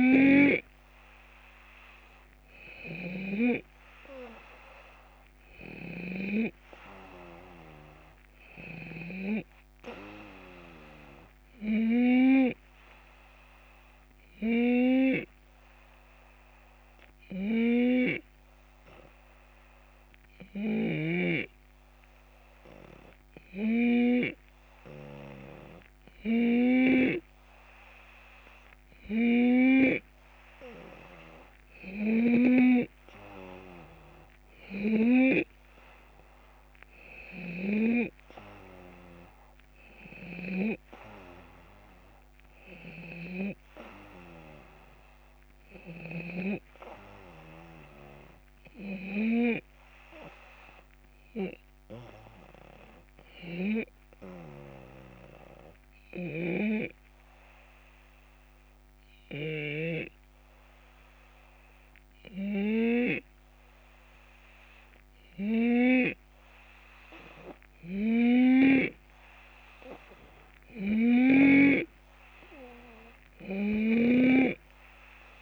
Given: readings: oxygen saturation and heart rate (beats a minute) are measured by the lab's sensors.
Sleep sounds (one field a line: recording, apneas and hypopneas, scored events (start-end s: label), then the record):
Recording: breathing in sleep by a microphone on the trachea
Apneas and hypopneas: 2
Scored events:
0.00-9.00 s: snoring (device-marked)
13.50-26.00 s: hypopnea (oxygen 93% before, 90% lowest)
20.50-32.50 s: snoring (device-marked)
30.00-33.50 s: arousal
40.00-46.50 s: snoring (device-marked)
53.00-59.50 s: snoring (device-marked)
54.50-64.50 s: obstructive apnea (oxygen 94% before, 91% lowest)
66.00-69.00 s: arousal
From the record:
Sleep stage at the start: N2 (light sleep)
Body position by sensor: on the left side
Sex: male